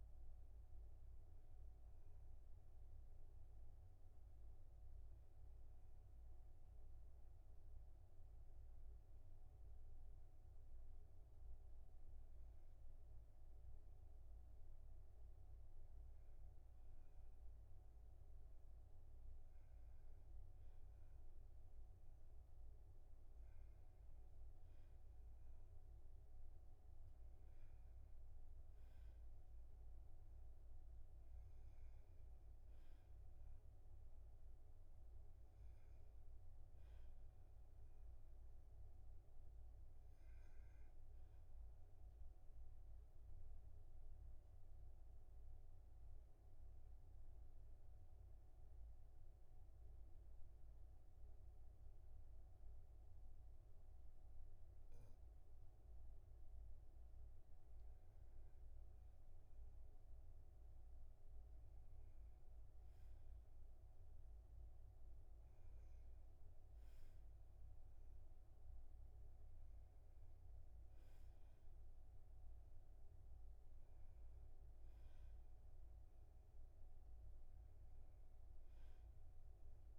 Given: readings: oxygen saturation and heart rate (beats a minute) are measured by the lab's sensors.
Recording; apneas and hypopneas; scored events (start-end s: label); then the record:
breathing in sleep, hard to hear, by a room microphone; 2
3.50-16.00 s: obstructive apnea (oxygen 98% before, 96% lowest, heart rate 43 before, 45 extreme, up 0 after)
6.00-79.98 s: new sleep stage, N2 (light sleep)
19.00-22.50 s: arousal
43.50-57.00 s: obstructive apnea (oxygen 99% before, 96% lowest, heart rate 49 before, 38 extreme, up 15 after)
59.50-63.50 s: arousal
From the record:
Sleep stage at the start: N1 (lightest sleep); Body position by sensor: on the back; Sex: male